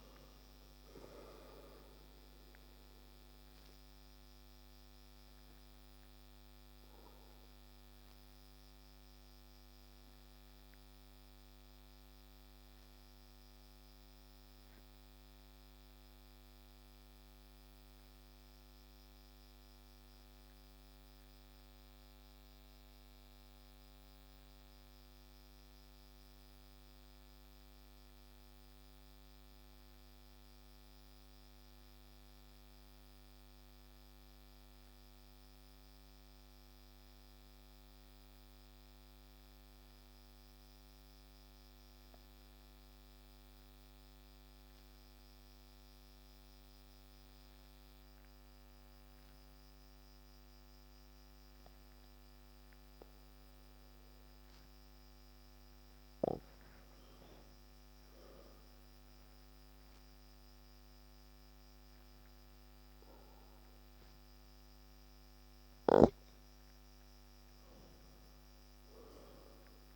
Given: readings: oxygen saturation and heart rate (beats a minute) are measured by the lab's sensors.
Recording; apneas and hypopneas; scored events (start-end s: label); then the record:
breathing in sleep, hard to hear, by a microphone on the trachea; 1
0.00-6.00 s: oxygen desaturation (device-marked, oxygen 91% lowest)
2.50-54.00 s: obstructive apnea (oxygen 97% before, 89% lowest)
56.00-59.50 s: arousal
From the record:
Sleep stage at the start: N2 (light sleep); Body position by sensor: on the back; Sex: male